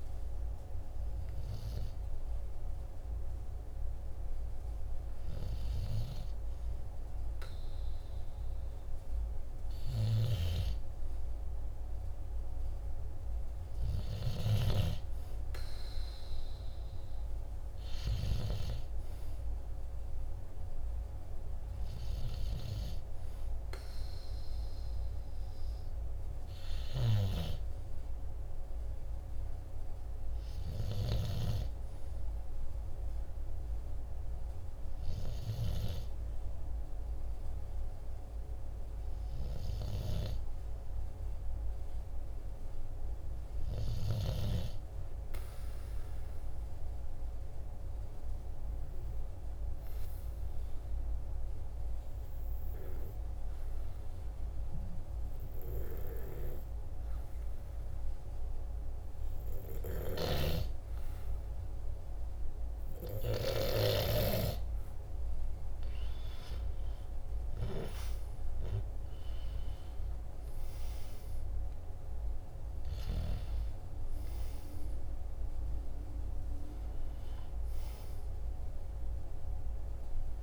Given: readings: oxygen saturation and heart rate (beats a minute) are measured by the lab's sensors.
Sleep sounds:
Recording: breathing in sleep by a room microphone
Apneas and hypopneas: 1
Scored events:
45.00-59.50 s: obstructive apnea (oxygen 97% before, 93% lowest, heart rate 48 before, 45 extreme, up 2 after)
65.00-69.00 s: arousal
From the record:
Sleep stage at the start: N2 (light sleep)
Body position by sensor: on the back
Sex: male

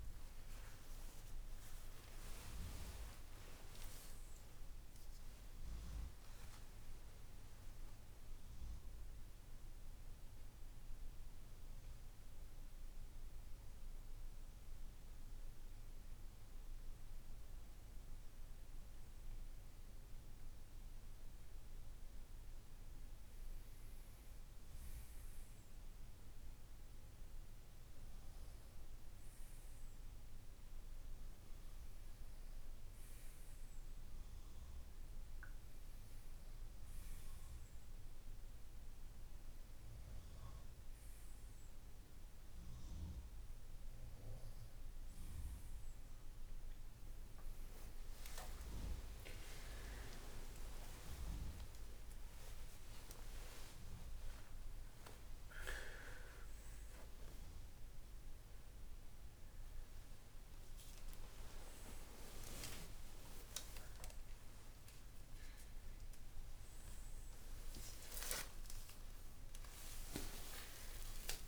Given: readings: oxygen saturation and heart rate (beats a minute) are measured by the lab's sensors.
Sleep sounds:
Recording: a person partly awake in a sleep study, by a room microphone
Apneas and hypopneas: 1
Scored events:
6.50-22.50 s: hypopnea (oxygen 96% before, 93% lowest, heart rate 62 before, 54 extreme, up 1 after)
24.50-28.50 s: arousal
37.00-64.00 s: oxygen desaturation (device-marked, oxygen 97% before, 93% lowest, heart rate 60 before, 54 extreme)
49.00-71.48 s: new sleep stage, awake
62.50-64.50 s: long interval between heartbeats (device-marked, heart rate 61 before, 87 extreme)
69.00-71.48 s: tachycardia (device-marked, heart rate 57 before, 119 extreme)
From the record:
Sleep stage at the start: N2 (light sleep)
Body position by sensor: on the right side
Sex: male

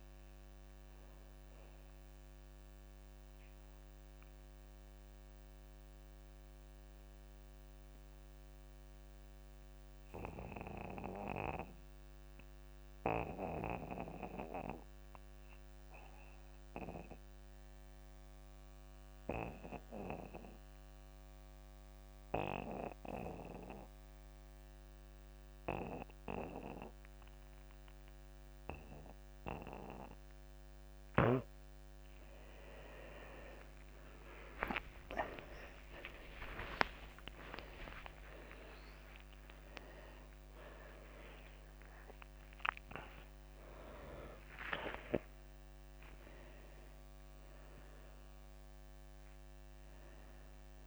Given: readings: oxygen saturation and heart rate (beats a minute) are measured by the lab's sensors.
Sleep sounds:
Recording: a person partly awake in a sleep study, by a microphone on the trachea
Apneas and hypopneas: 1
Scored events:
0.00-26.50 s: oxygen desaturation (device-marked, oxygen 83% lowest)
5.00-32.00 s: obstructive apnea (oxygen 96% before, 83% lowest)
30.50-50.87 s: new sleep stage, awake
35.50-37.50 s: long interval between heartbeats (device-marked)
39.50-50.87 s: oxygen desaturation (device-marked, oxygen 97% before, 85% lowest)
40.00-42.00 s: long interval between heartbeats (device-marked)
45.00-47.00 s: long interval between heartbeats (device-marked, heart rate 38 before, 66 extreme)
49.50-50.87 s: long interval between heartbeats (device-marked, heart rate 53 before, 38 extreme)
From the record:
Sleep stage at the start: N2 (light sleep)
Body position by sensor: on the back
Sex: male

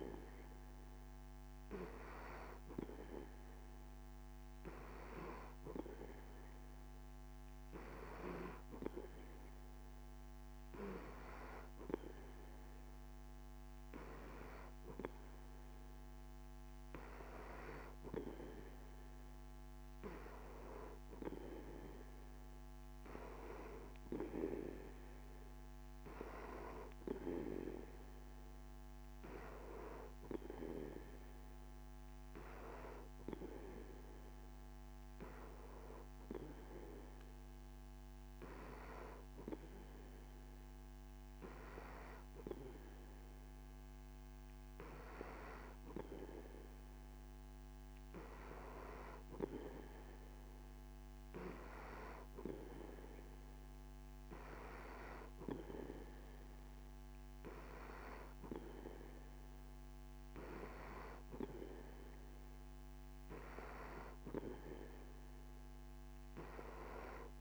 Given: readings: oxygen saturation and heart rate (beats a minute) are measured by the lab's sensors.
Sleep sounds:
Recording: breathing in sleep by a microphone on the trachea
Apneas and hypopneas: none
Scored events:
none scored
From the record:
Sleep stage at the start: N3 (deep sleep)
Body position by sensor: on the back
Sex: male

